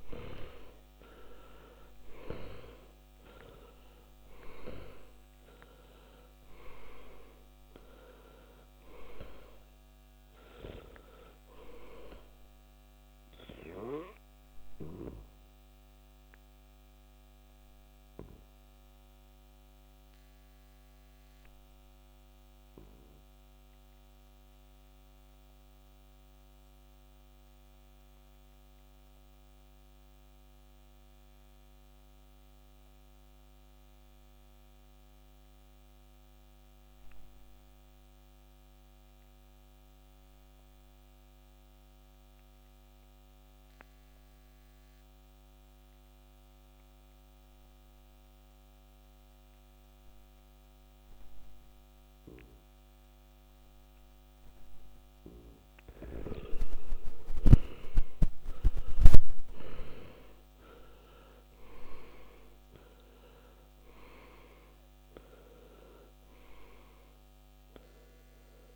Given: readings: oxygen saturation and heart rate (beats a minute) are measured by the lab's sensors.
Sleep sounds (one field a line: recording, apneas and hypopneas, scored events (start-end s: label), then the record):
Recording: breathing in sleep by a microphone on the trachea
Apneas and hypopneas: 1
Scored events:
0.00-2.50 s: arousal
0.00-46.00 s: oxygen desaturation (device-marked, oxygen 98% before, 76% lowest, heart rate 52 before, 49 extreme)
15.00-56.50 s: obstructive apnea (oxygen 99% before, 76% lowest, heart rate 64 before, 48 extreme, up 21 after)
58.00-62.50 s: arousal
From the record:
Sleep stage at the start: N2 (light sleep)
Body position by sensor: on the back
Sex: male